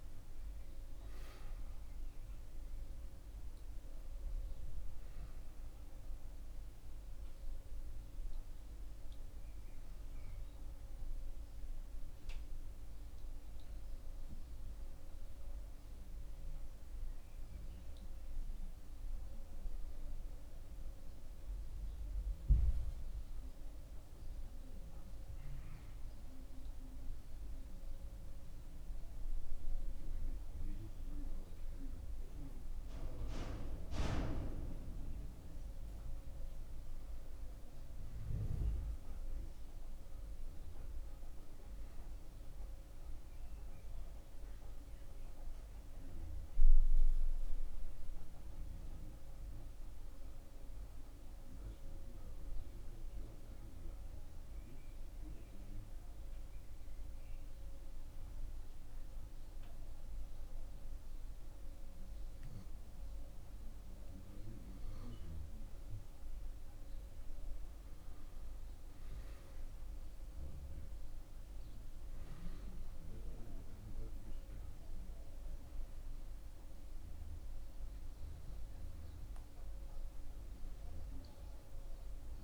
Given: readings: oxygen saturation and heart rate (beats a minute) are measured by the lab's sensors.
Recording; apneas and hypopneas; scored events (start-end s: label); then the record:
breathing in sleep by a room microphone; 2
3.00-26.00 s: oxygen desaturation (device-marked, oxygen 95% before, 89% lowest, heart rate 81 before, 66 extreme)
19.00-34.00 s: hypopnea (oxygen 95% before, 89% lowest, heart rate 86 before, 63 extreme, up 4 after)
35.50-40.00 s: arousal
53.00-65.50 s: obstructive apnea (oxygen 98% before, 92% lowest, heart rate 79 before, 62 extreme, up 15 after)
67.50-70.00 s: arousal
77.00-82.44 s: oxygen desaturation (device-marked, oxygen 97% before, 92% lowest, heart rate 77 before, 64 extreme)
From the record:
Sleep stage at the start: N2 (light sleep); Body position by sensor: on the back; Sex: male